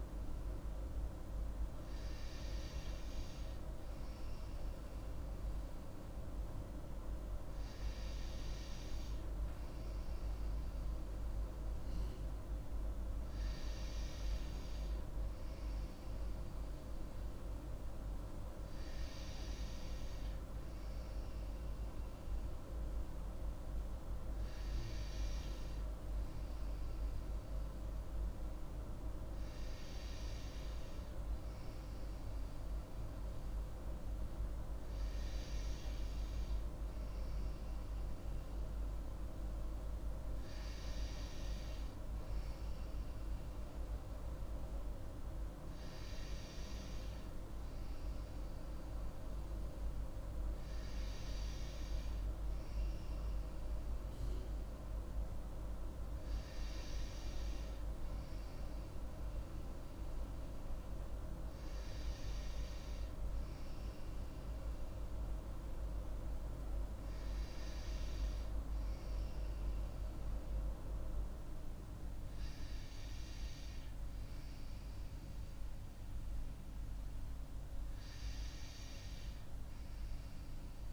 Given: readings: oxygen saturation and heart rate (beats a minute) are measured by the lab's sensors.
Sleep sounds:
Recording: breathing in sleep, hard to hear, by a room microphone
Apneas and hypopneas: none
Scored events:
none scored
From the record:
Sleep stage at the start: N2 (light sleep)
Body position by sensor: on the right side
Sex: female

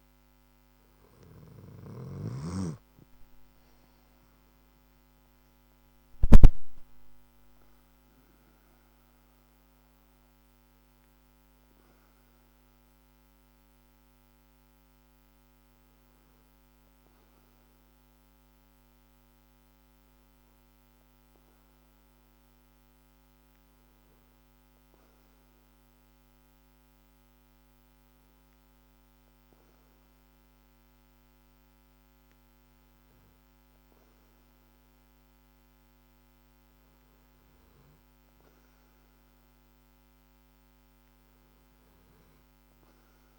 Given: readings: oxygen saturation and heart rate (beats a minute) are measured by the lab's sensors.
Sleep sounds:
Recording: breathing in sleep, hard to hear, by a microphone on the trachea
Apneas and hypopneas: none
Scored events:
2.00-7.00 s: arousal
From the record:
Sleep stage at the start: N2 (light sleep)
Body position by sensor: on the back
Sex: male

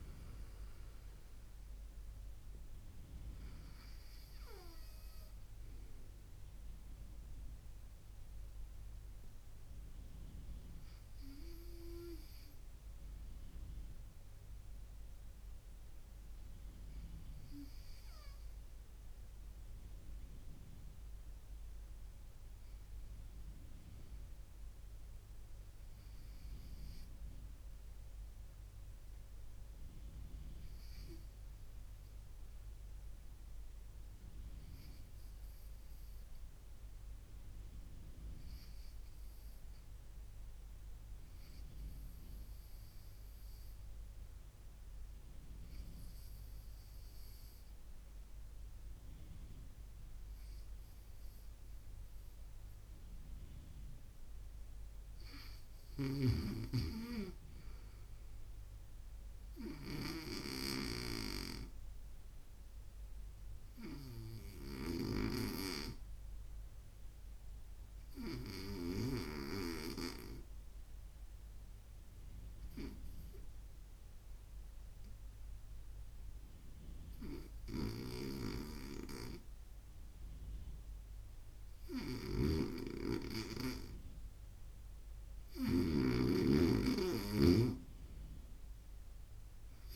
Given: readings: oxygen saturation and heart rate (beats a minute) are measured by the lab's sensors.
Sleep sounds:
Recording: breathing in sleep by a room microphone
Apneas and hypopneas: 1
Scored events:
8.00-85.50 s: obstructive apnea (oxygen 97% before, 92% lowest, heart rate 66 before, 59 extreme, up 9 after)
55.00-76.00 s: oxygen desaturation (device-marked, oxygen 99% before, 96% lowest, heart rate 68 before, 59 extreme)
55.50-64.50 s: snoring (device-marked)
81.50-89.96 s: snoring (device-marked)
88.00-89.96 s: arousal
From the record:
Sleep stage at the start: REM sleep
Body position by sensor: on the right side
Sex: male

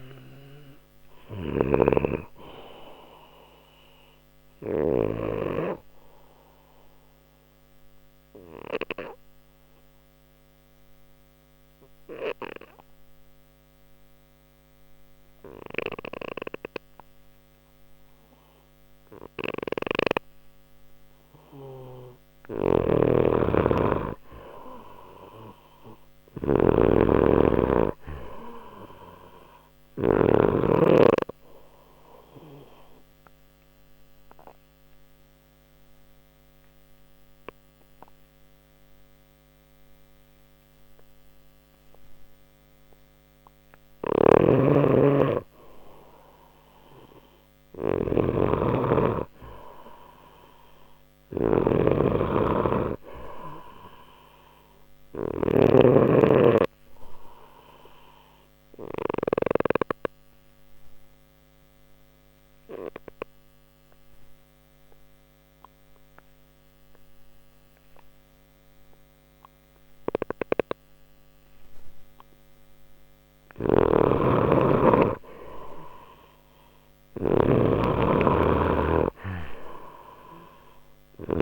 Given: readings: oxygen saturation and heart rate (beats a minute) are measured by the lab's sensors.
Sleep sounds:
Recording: breathing in sleep by a microphone on the trachea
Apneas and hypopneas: 3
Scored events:
0.00-5.00 s: snoring (device-marked)
6.00-21.00 s: obstructive apnea (oxygen 96% before, 91% lowest, heart rate 81 before, 59 extreme, up 1 after)
11.00-22.00 s: oxygen desaturation (device-marked, oxygen 95% before, 91% lowest, heart rate 74 before, 60 extreme)
22.00-30.00 s: snoring (device-marked)
23.50-26.50 s: arousal
31.00-42.00 s: obstructive apnea (oxygen 97% before, 92% lowest, heart rate 60 before, 60 extreme, up 0 after)
43.50-59.50 s: snoring (device-marked)
45.00-48.50 s: arousal
45.00-57.00 s: oxygen desaturation (device-marked, oxygen 95% before, 92% lowest, heart rate 60 before, 59 extreme)
57.50-72.50 s: obstructive apnea (oxygen 97% before, 91% lowest, heart rate 60 before, 59 extreme, up 1 after)
73.00-81.42 s: snoring (device-marked)
75.00-78.00 s: arousal
From the record:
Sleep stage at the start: N2 (light sleep)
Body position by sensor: on the left side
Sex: male

